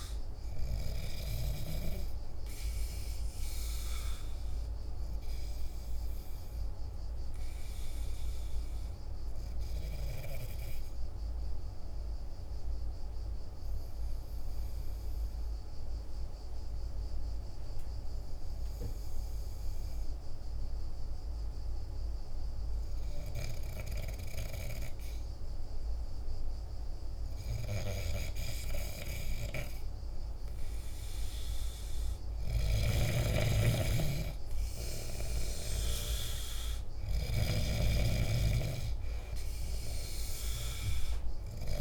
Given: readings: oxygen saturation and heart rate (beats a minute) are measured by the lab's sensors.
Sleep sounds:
breathing in sleep by a room microphone; 1
0.00-1.50 s: arousal
4.00-22.00 s: hypopnea (oxygen 96% before, 92% lowest, heart rate 55 before, 49 extreme, up 3 after)
24.00-27.50 s: arousal
28.50-41.81 s: oxygen desaturation (device-marked, oxygen 98% before, 92% lowest, heart rate 50 before, 48 extreme)
32.00-41.81 s: snoring (device-marked)
From the record:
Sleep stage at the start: N2 (light sleep); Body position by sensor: on the back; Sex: male

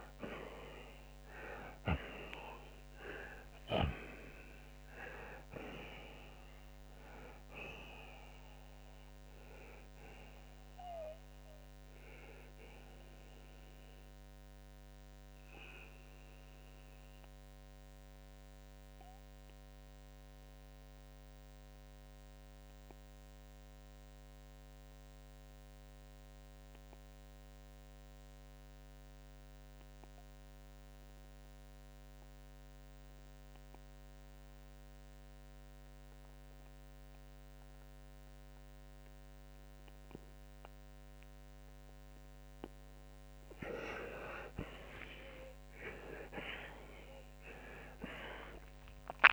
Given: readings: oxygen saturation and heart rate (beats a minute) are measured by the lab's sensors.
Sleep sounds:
breathing in sleep by a microphone on the trachea; 1
15.50-42.00 s: obstructive apnea (oxygen 95% before, 86% lowest, heart rate 93 before, 64 extreme, up 35 after)
25.50-34.50 s: oxygen desaturation (device-marked, oxygen 94% before, 86% lowest, heart rate 85 before, 75 extreme)
44.50-48.50 s: arousal
From the record:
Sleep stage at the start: N2 (light sleep); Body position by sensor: on the right side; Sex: male

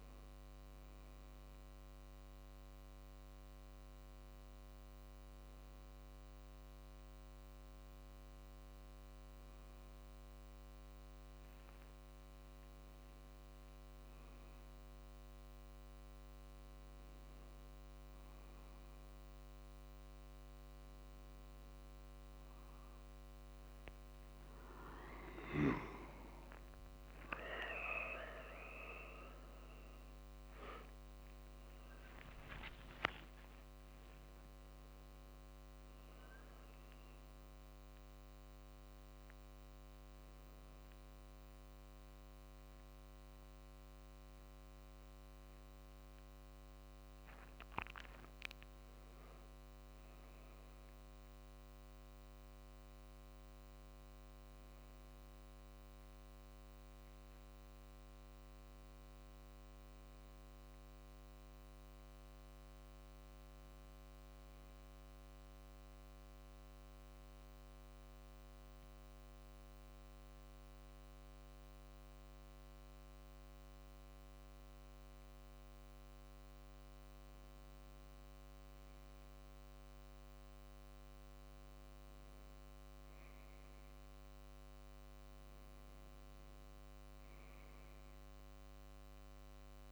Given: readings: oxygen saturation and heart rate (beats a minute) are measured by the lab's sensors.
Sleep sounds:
a person partly awake in a sleep study, by a microphone on the trachea; 1
9.50-11.50 s: long interval between heartbeats (device-marked, heart rate 50 before, 53 extreme)
28.00-39.00 s: drop in pulse transit time (device-marked, heart rate 50 before, 49 extreme)
32.00-34.00 s: long interval between heartbeats (device-marked, heart rate 51 before, 68 extreme)
39.00-89.91 s: new sleep stage, N1 (lightest sleep)
57.50-75.00 s: hypopnea (oxygen 97% before, 93% lowest, heart rate 52 before, 48 extreme, up 1 after)
78.00-82.00 s: arousal
86.00-89.91 s: oxygen desaturation (device-marked, oxygen 96% before, 93% lowest, heart rate 49 before, 48 extreme)
From the record:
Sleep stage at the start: awake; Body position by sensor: on the back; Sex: male

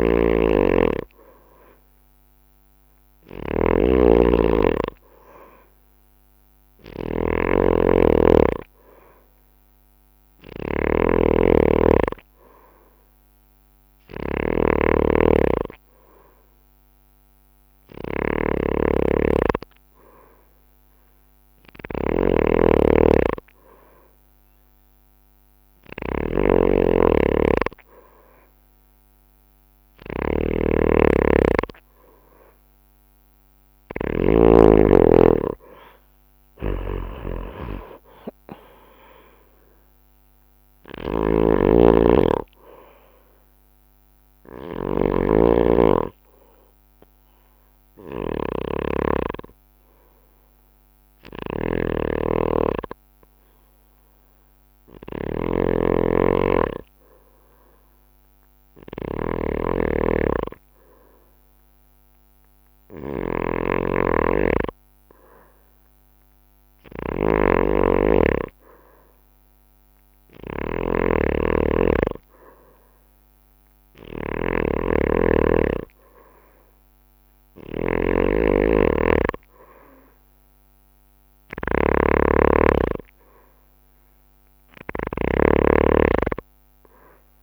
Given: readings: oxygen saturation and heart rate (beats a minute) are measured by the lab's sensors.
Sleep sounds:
breathing in sleep by a microphone on the trachea; 1
0.00-34.50 s: snoring (device-marked)
31.50-60.50 s: bradycardia (device-marked)
36.50-87.43 s: snoring (device-marked)
40.00-44.00 s: arousal
48.50-61.00 s: hypopnea (oxygen 93% before, 90% lowest)
64.50-68.00 s: arousal
67.50-87.43 s: oxygen desaturation (device-marked, oxygen 98% before, 91% lowest)
From the record:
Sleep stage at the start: N2 (light sleep); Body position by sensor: on the right side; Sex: male

